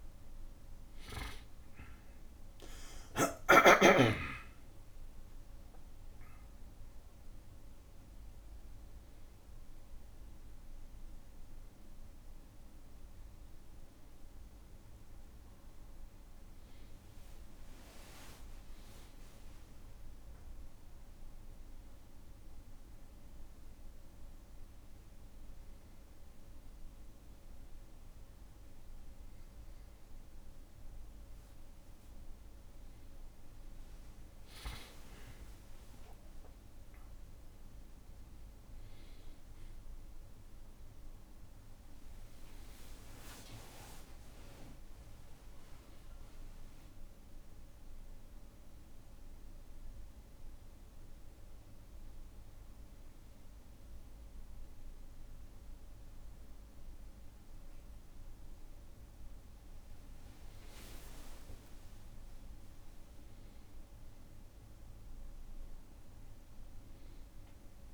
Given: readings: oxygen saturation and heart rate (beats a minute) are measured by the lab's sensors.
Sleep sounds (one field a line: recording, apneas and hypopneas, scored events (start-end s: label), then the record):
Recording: breathing in sleep by a room microphone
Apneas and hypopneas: 2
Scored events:
22.00-33.00 s: hypopnea (oxygen 99% before, 95% lowest, heart rate 60 before, 57 extreme, up 8 after)
35.50-39.50 s: arousal
47.00-59.50 s: hypopnea (oxygen 99% before, 95% lowest, heart rate 61 before, 57 extreme, up 6 after)
From the record:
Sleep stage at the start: N1 (lightest sleep)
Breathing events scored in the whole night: 132 in 5.2 hours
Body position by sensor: on the back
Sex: male